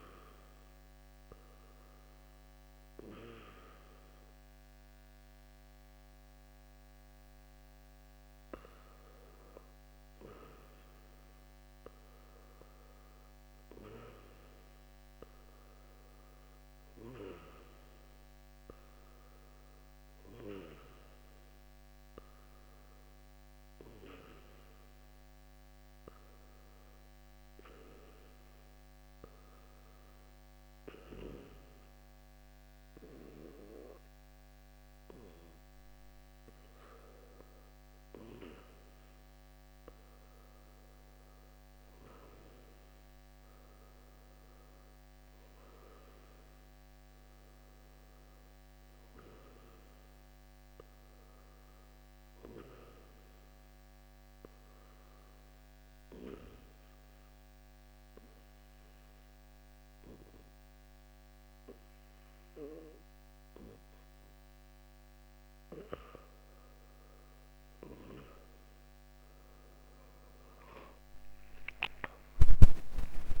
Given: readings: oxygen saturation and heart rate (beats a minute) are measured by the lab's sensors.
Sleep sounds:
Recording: breathing in sleep by a microphone on the trachea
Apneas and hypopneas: 1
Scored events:
51.00-65.00 s: hypopnea (oxygen 90% before, 88% lowest, heart rate 68 before, 64 extreme, up 5 after)
70.00-73.40 s: arousal
From the record:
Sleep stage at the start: N2 (light sleep)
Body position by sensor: on the back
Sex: male

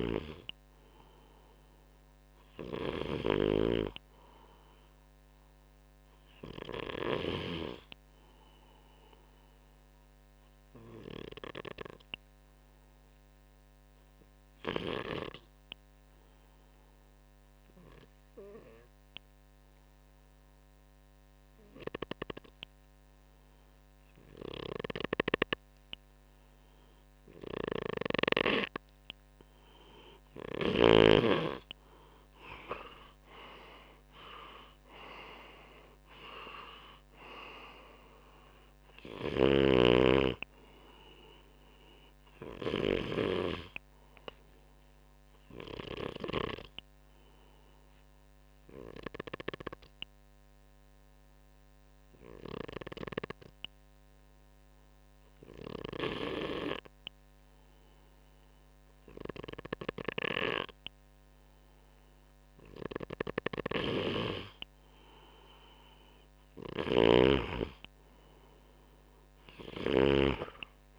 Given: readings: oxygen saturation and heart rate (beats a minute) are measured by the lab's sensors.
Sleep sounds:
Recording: breathing in sleep by a microphone on the trachea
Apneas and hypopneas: 2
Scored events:
0.00-3.00 s: snoring (device-marked)
9.00-29.00 s: obstructive apnea (oxygen 98% before, 93% lowest, heart rate 65 before, 61 extreme, up 9 after)
23.50-57.50 s: oxygen desaturation (device-marked, oxygen 97% before, 93% lowest, heart rate 64 before, 62 extreme)
27.00-30.50 s: snoring (device-marked)
31.50-35.00 s: arousal
38.50-42.50 s: snoring (device-marked)
46.00-63.00 s: obstructive apnea (oxygen 97% before, 93% lowest, heart rate 67 before, 62 extreme, up 2 after)
63.00-70.99 s: snoring (device-marked)
64.50-67.00 s: arousal
From the record:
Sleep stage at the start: N2 (light sleep)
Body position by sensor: on the front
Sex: male

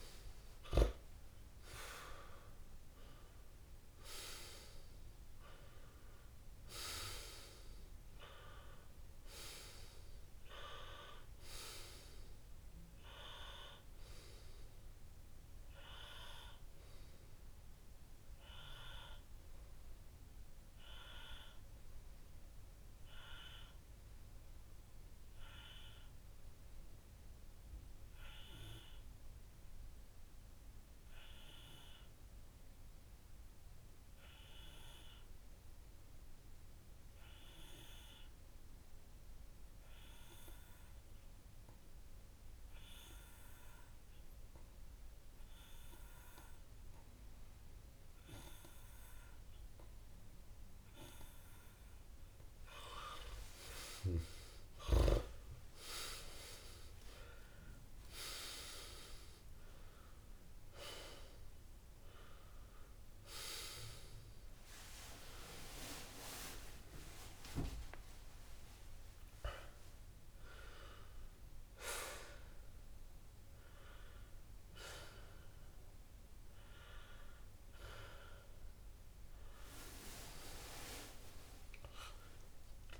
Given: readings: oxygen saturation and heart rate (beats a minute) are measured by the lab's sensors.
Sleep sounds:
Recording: a person partly awake in a sleep study, by a room microphone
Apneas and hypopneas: 1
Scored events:
0.00-15.50 s: oxygen desaturation (device-marked, oxygen 95% lowest)
9.50-14.50 s: tachycardia (device-marked)
13.00-15.00 s: long interval between heartbeats (device-marked)
19.00-21.00 s: long interval between heartbeats (device-marked, heart rate 42 before, 35 extreme)
23.00-52.00 s: obstructive apnea (oxygen 97% before, 95% lowest, heart rate 49 before, 26 extreme, up 31 after)
28.00-30.00 s: long interval between heartbeats (device-marked, heart rate 59 before, 39 extreme)
30.00-32.00 s: long interval between heartbeats (device-marked, heart rate 63 before, 52 extreme)
35.50-37.50 s: long interval between heartbeats (device-marked, heart rate 58 before, 54 extreme)
38.00-40.00 s: long interval between heartbeats (device-marked, heart rate 48 before, 57 extreme)
42.50-83.00 s: new sleep stage, awake
43.00-45.00 s: long interval between heartbeats (device-marked, heart rate 53 before, 58 extreme)
45.50-47.50 s: long interval between heartbeats (device-marked, heart rate 55 before, 65 extreme)
55.00-57.00 s: long interval between heartbeats (device-marked, heart rate 55 before, 38 extreme)
58.50-60.50 s: long interval between heartbeats (device-marked, heart rate 54 before, 61 extreme)
63.50-65.50 s: long interval between heartbeats (device-marked, heart rate 54 before, 42 extreme)
67.50-69.50 s: long interval between heartbeats (device-marked, heart rate 50 before, 47 extreme)
70.50-83.00 s: tachycardia (device-marked)
73.00-75.00 s: long interval between heartbeats (device-marked, heart rate 55 before, 96 extreme)
75.50-77.50 s: long interval between heartbeats (device-marked, heart rate 66 before, 127 extreme)
79.50-81.50 s: long interval between heartbeats (device-marked, heart rate 81 before, 130 extreme)
From the record:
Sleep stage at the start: N2 (light sleep)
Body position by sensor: on the back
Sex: male

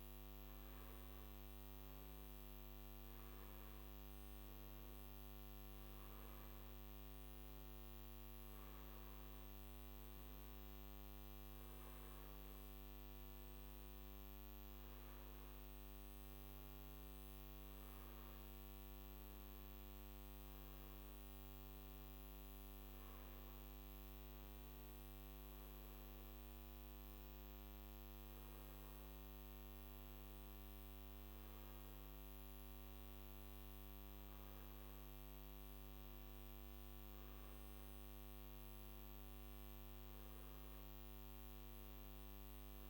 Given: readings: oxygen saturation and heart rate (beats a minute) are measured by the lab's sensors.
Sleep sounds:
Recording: breathing in sleep, hard to hear, by a microphone on the trachea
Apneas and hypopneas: none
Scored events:
41.50-42.90 s: new sleep stage, awake
From the record:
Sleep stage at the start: N1 (lightest sleep)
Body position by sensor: on the back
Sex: male

